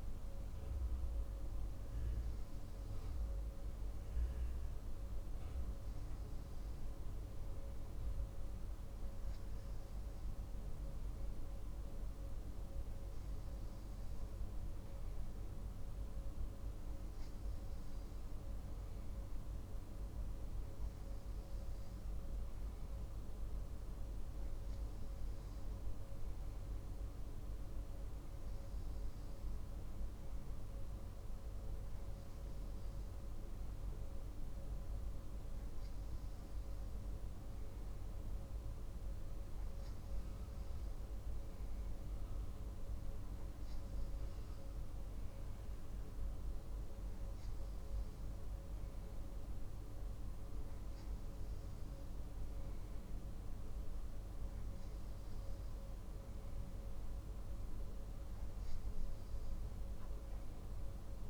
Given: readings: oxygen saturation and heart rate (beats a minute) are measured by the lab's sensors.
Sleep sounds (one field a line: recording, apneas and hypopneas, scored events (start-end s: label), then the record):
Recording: breathing in sleep, hard to hear, by a room microphone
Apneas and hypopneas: none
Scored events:
none scored
From the record:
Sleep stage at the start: N2 (light sleep)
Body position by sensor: on the back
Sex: male